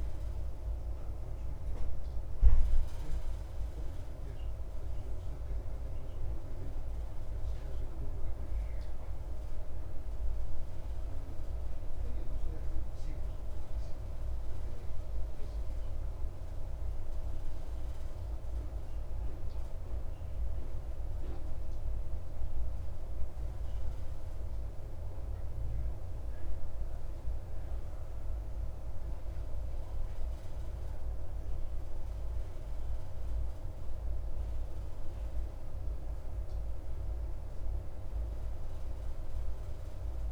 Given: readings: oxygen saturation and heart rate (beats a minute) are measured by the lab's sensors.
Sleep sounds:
breathing in sleep, hard to hear, by a room microphone; none
none scored
From the record:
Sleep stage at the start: N1 (lightest sleep); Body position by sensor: on the back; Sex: male

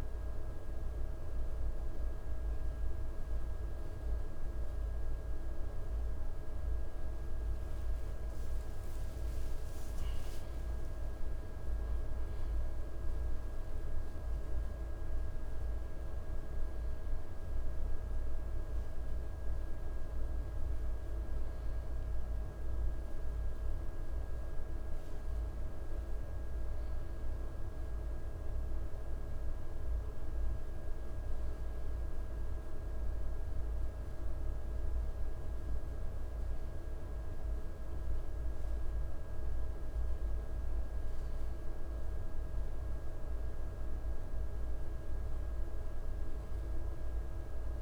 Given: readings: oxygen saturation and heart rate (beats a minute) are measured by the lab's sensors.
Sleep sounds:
a person partly awake in a sleep study, hard to hear, by a room microphone; none
6.50-11.50 s: tachycardia (device-marked, heart rate 63 before, 121 extreme)
16.50-47.82 s: new sleep stage, N1 (lightest sleep)
From the record:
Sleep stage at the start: awake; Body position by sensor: on the back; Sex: male

